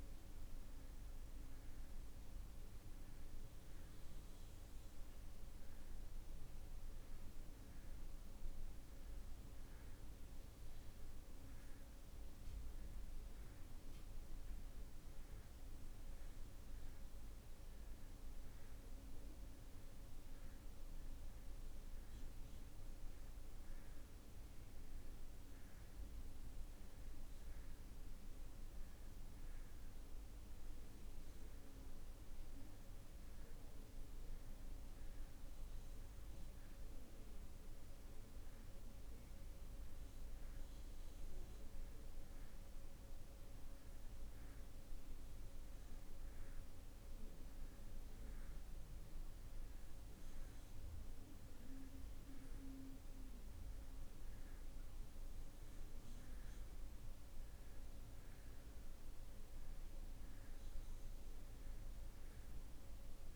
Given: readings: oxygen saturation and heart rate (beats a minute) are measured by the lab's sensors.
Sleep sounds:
breathing in sleep, hard to hear, by a room microphone; none
none scored
From the record:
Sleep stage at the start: N2 (light sleep); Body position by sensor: on the back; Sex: male

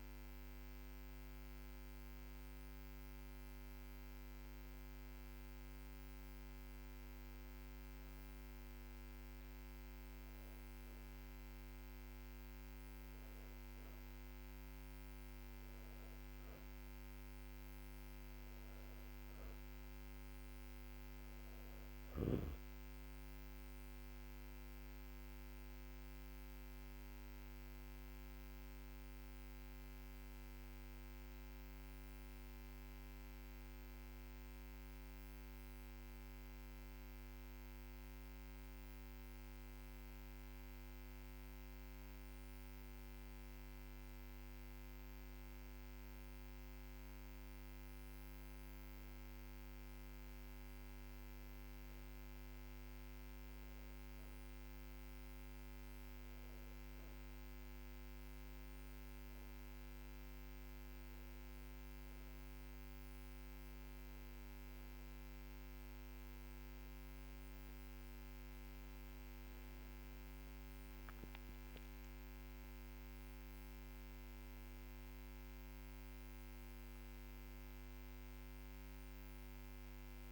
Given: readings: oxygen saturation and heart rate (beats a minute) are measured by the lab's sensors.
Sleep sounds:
a person partly awake in a sleep study, hard to hear, by a microphone on the trachea; none
1.00-31.00 s: new sleep stage, N1 (lightest sleep)
31.00-80.32 s: new sleep stage, N2 (light sleep)
70.00-74.00 s: arousal
From the record:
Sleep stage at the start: awake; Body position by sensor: on the back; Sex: female

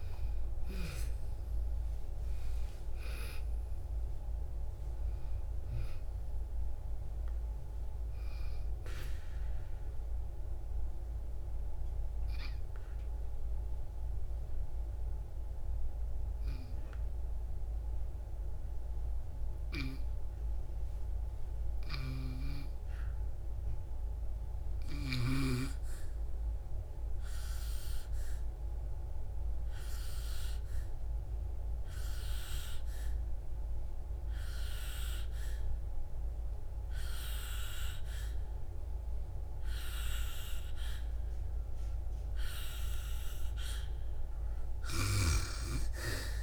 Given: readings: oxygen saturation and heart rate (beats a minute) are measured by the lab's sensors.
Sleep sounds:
breathing in sleep by a room microphone; 1
0.00-2.50 s: oxygen desaturation (device-marked, oxygen 94% lowest, heart rate 54 extreme)
17.50-29.50 s: oxygen desaturation (device-marked, oxygen 96% before, 89% lowest, heart rate 65 before, 60 extreme)
26.00-41.50 s: hypopnea (oxygen 97% before, 89% lowest, heart rate 60 before, 59 extreme, up 4 after)
43.50-46.43 s: oxygen desaturation (device-marked, oxygen 99% before, 90% lowest, heart rate 64 before, 59 extreme)
44.50-46.43 s: arousal
From the record:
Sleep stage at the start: N2 (light sleep); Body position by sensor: on the back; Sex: female

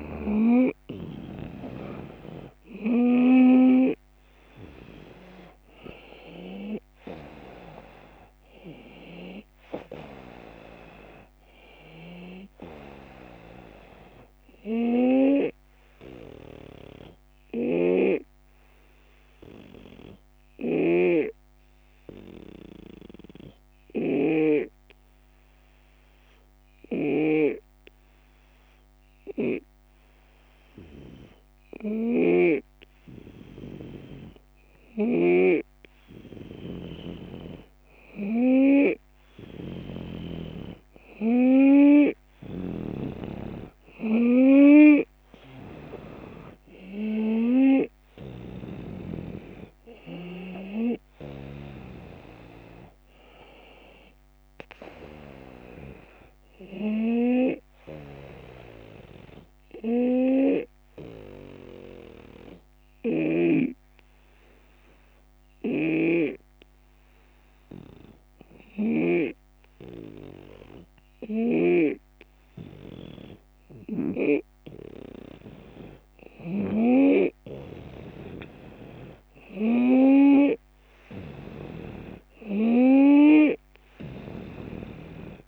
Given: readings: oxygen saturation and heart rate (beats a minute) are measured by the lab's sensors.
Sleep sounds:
breathing in sleep by a microphone on the trachea; 2
0.00-3.50 s: snoring (device-marked)
2.50-19.50 s: oxygen desaturation (device-marked, oxygen 95% before, 89% lowest)
16.50-34.00 s: obstructive apnea (oxygen 95% before, 91% lowest)
17.50-40.50 s: snoring (device-marked)
38.00-42.50 s: arousal
39.50-59.50 s: oxygen desaturation (device-marked, oxygen 96% before, 91% lowest)
42.50-49.00 s: snoring (device-marked)
60.50-74.00 s: hypopnea (oxygen 96% before, 88% lowest)
65.50-69.00 s: snoring (device-marked)
76.00-79.50 s: arousal
76.00-85.47 s: snoring (device-marked)
80.50-85.47 s: oxygen desaturation (device-marked, oxygen 96% before, 92% lowest)
From the record:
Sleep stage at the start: N2 (light sleep); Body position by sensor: on the right side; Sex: male

